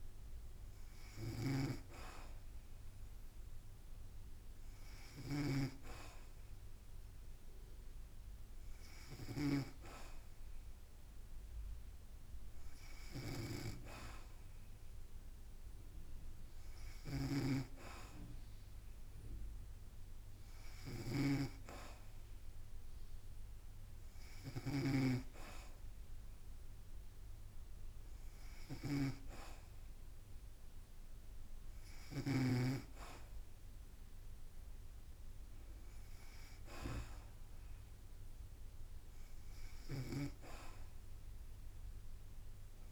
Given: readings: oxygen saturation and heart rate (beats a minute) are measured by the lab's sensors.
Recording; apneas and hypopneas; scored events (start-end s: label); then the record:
breathing in sleep by a room microphone; none
0.00-32.50 s: snoring (device-marked)
40.00-42.92 s: snoring (device-marked)
From the record:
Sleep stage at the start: N2 (light sleep); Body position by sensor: on the back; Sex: female